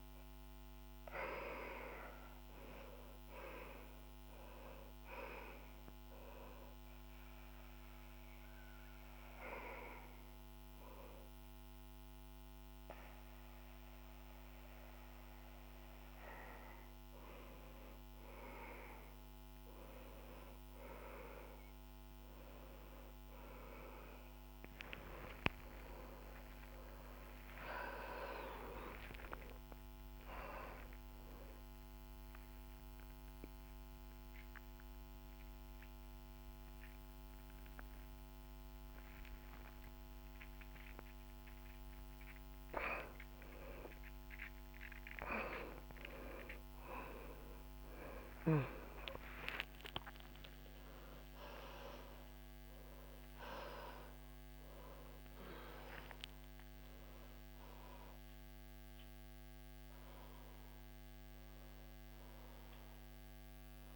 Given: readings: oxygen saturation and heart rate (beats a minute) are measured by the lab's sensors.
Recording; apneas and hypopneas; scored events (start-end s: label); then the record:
a person awake in a sleep study, by a microphone on the trachea; none
25.00-41.00 s: oxygen desaturation (device-marked, oxygen 99% before, 95% lowest, heart rate 82 before, 82 extreme)
From the record:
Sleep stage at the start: awake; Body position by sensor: on the back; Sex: male